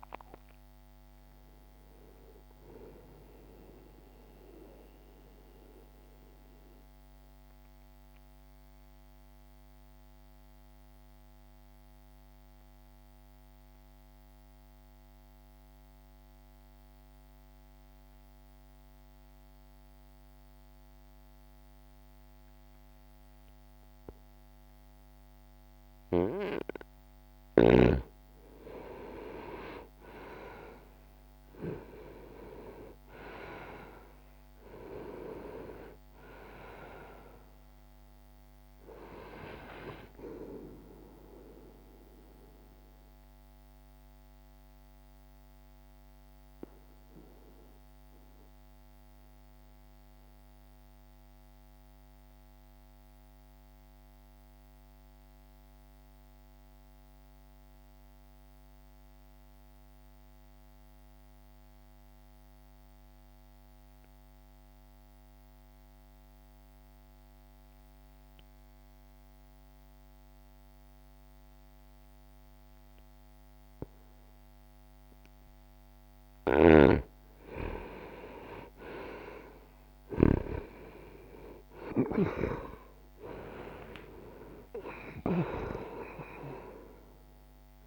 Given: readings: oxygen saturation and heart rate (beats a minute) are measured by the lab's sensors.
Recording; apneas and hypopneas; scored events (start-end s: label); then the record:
breathing in sleep by a microphone on the trachea; 2
0.00-2.00 s: oxygen desaturation (device-marked, oxygen 89% lowest, heart rate 60 extreme)
3.00-27.50 s: obstructive apnea (oxygen 97% before, 82% lowest, heart rate 65 before, 60 extreme, up 1 after)
10.00-21.00 s: oxygen desaturation (device-marked, oxygen 91% before, 86% lowest, heart rate 66 before, 60 extreme)
12.00-87.87 s: new sleep stage, N2 (light sleep)
28.50-34.00 s: arousal
35.00-64.00 s: oxygen desaturation (device-marked, oxygen 99% before, 82% lowest, heart rate 60 before, 59 extreme)
42.00-75.50 s: obstructive apnea (oxygen 99% before, 82% lowest, heart rate 60 before, 59 extreme, up 9 after)
74.00-87.87 s: oxygen desaturation (device-marked, oxygen 98% before, 89% lowest, heart rate 61 before, 59 extreme)
76.00-80.00 s: snoring (device-marked)
78.00-83.50 s: arousal
From the record:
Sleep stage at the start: N1 (lightest sleep); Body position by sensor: on the right side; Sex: male